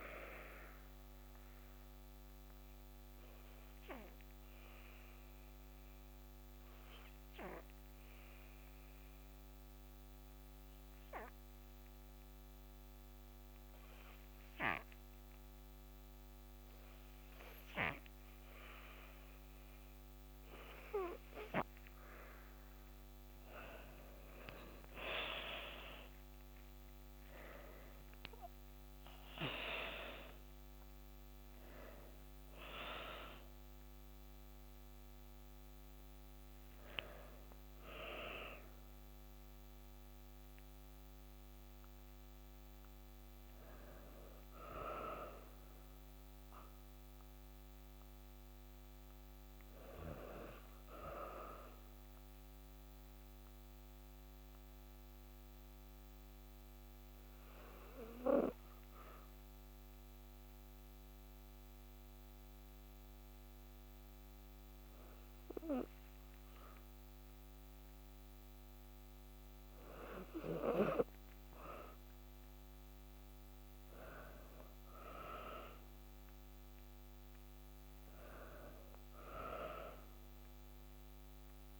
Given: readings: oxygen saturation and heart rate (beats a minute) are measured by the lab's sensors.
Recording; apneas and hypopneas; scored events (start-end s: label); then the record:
breathing in sleep by a microphone on the trachea; 2
2.00-19.00 s: obstructive apnea (oxygen 95% before, 92% lowest, heart rate 58 before, 56 extreme, up 13 after)
23.00-27.00 s: arousal
30.00-36.00 s: oxygen desaturation (device-marked, oxygen 96% before, 93% lowest, heart rate 60 before, 54 extreme)
45.00-48.50 s: arousal
53.00-68.00 s: obstructive apnea (oxygen 96% before, 94% lowest, heart rate 63 before, 56 extreme, up 0 after)
70.50-75.50 s: arousal
From the record:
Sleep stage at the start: N2 (light sleep); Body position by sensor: on the back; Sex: female